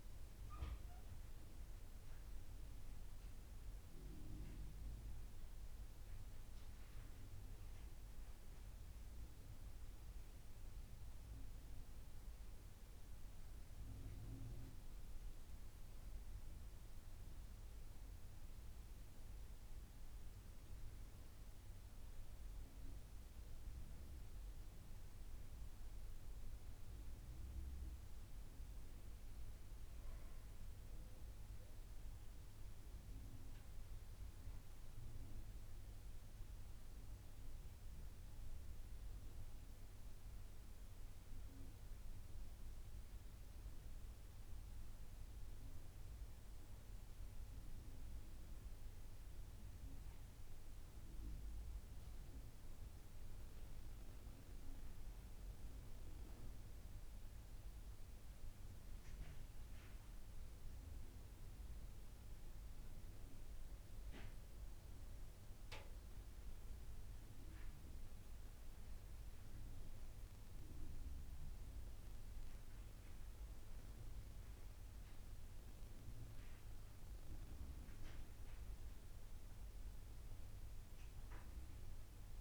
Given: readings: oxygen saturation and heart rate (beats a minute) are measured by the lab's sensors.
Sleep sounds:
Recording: breathing in sleep, hard to hear, by a room microphone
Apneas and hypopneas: none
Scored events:
81.00-82.41 s: arousal
From the record:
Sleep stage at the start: N2 (light sleep)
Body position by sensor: on the back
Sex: female

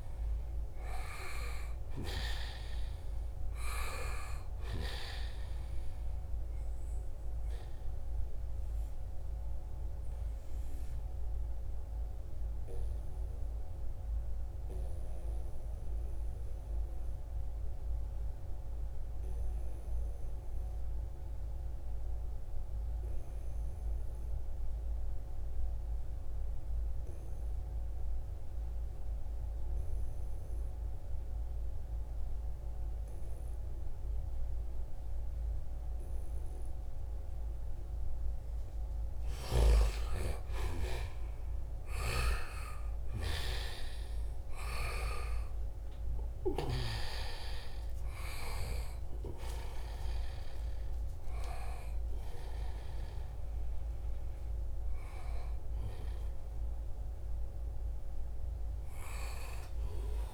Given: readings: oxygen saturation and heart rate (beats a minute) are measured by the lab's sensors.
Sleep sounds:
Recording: breathing in sleep by a room microphone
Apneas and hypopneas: 1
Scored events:
0.00-1.50 s: arousal
1.00-4.50 s: snoring (device-marked)
9.50-38.00 s: obstructive apnea (oxygen 96% before, 90% lowest, heart rate 72 before, 65 extreme, up 7 after)
31.50-49.50 s: oxygen desaturation (device-marked, oxygen 95% before, 90% lowest, heart rate 70 before, 65 extreme)
39.00-42.50 s: arousal
41.00-44.50 s: snoring (device-marked)
From the record:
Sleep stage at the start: N2 (light sleep)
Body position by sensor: on the right side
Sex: male

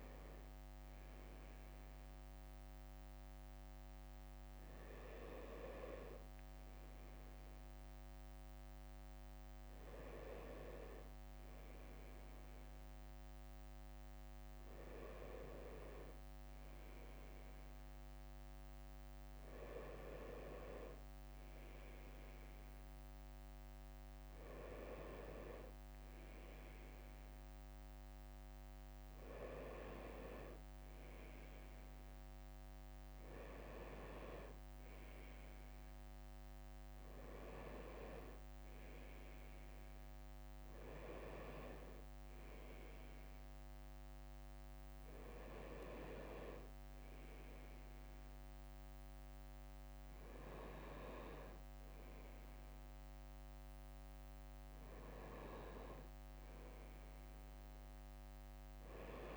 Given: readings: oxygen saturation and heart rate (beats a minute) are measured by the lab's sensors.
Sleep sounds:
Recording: breathing in sleep by a microphone on the trachea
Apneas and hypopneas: none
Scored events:
3.00-6.00 s: leg movement (device-marked)
18.50-24.00 s: leg movement (device-marked)
41.00-43.00 s: bradycardia (device-marked, heart rate 62 before, 61 extreme)
42.00-48.00 s: leg movement (device-marked)
54.00-57.00 s: bradycardia (device-marked, heart rate 62 before, 60 extreme)
From the record:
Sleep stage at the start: N2 (light sleep)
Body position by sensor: on the right side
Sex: male

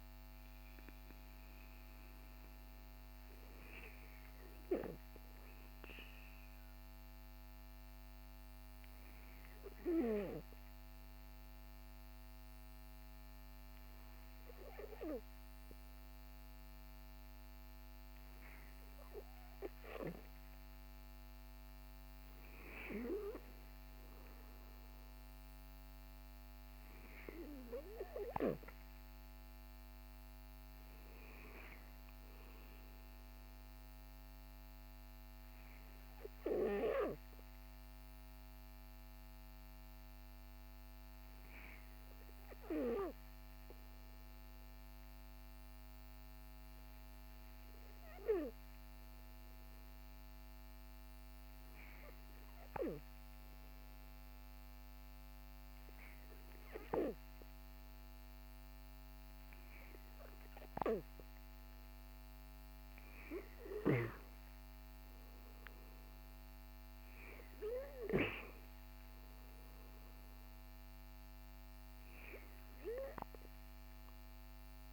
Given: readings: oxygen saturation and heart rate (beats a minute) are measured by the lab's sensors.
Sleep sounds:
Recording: breathing in sleep by a microphone on the trachea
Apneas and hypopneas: 2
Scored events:
7.00-18.50 s: hypopnea (oxygen 96% before, 94% lowest, heart rate 59 before, 53 extreme, up 8 after)
20.50-25.00 s: arousal
50.50-60.50 s: hypopnea (oxygen 97% before, 94% lowest, heart rate 60 before, 56 extreme, up 8 after)
62.00-65.50 s: arousal
From the record:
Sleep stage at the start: N2 (light sleep)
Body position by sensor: on the back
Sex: male

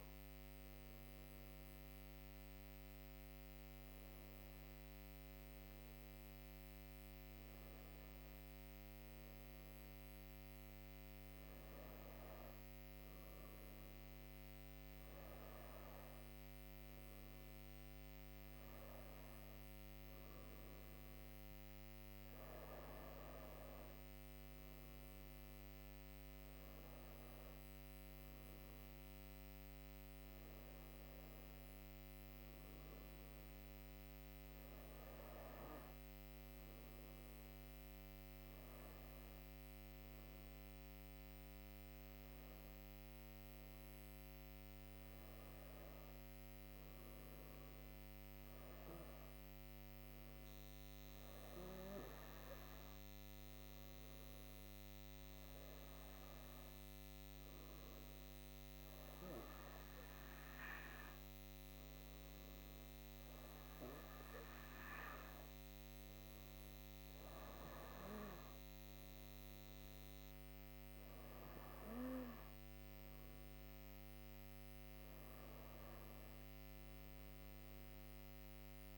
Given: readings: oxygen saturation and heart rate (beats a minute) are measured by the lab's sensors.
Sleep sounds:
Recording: breathing in sleep, hard to hear, by a microphone on the trachea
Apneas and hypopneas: none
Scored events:
none scored
From the record:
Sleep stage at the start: N2 (light sleep)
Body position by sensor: on the right side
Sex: female

